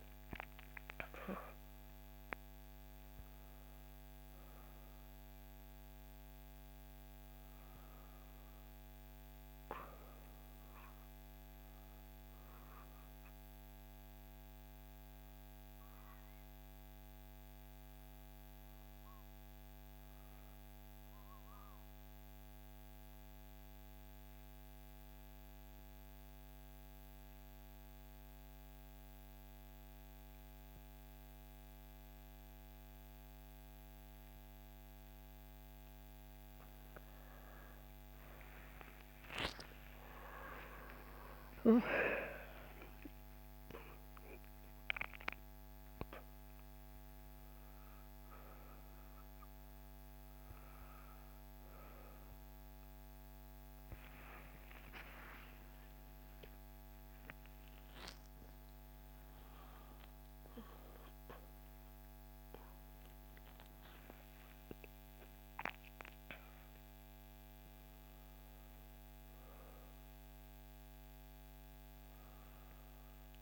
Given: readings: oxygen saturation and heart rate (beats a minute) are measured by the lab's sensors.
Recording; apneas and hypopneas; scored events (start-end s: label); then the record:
breathing in sleep by a microphone on the trachea; 1
0.00-5.00 s: oxygen desaturation (device-marked, oxygen 87% lowest, heart rate 61 extreme)
7.00-11.00 s: arousal
14.00-36.00 s: obstructive apnea (oxygen 98% before, 89% lowest, heart rate 64 before, 60 extreme, up 8 after)
32.00-62.00 s: oxygen desaturation (device-marked, oxygen 97% before, 89% lowest, heart rate 64 before, 62 extreme)
32.00-73.42 s: new sleep stage, N1 (lightest sleep)
37.50-41.50 s: arousal
From the record:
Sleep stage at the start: N2 (light sleep); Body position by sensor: on the back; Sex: female